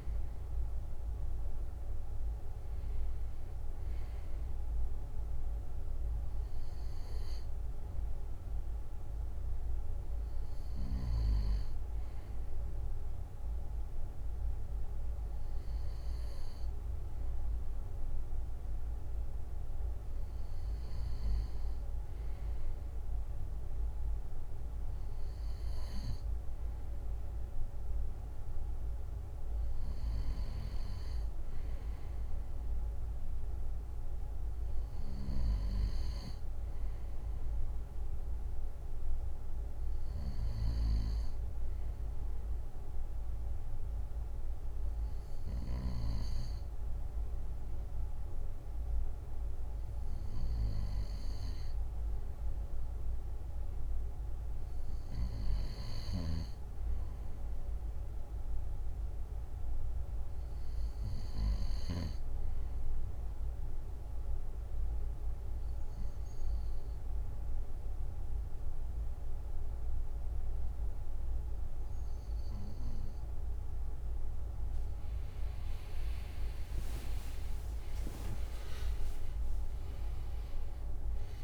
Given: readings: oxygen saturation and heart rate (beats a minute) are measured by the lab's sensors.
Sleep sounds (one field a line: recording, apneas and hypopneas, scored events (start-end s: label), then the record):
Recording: breathing in sleep, hard to hear, by a room microphone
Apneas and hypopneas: 1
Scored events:
64.00-74.50 s: obstructive apnea (oxygen 97% before, 95% lowest, heart rate 61 before, 53 extreme, up 34 after)
70.50-81.44 s: new sleep stage, N1 (lightest sleep)
75.00-79.00 s: leg movement (device-marked)
75.50-80.50 s: arousal
77.50-81.44 s: drop in pulse transit time (device-marked, heart rate 58 before, 62 extreme)
78.50-80.50 s: long interval between heartbeats (device-marked, heart rate 59 before, 79 extreme)
From the record:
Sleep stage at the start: N2 (light sleep)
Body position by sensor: on the back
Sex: male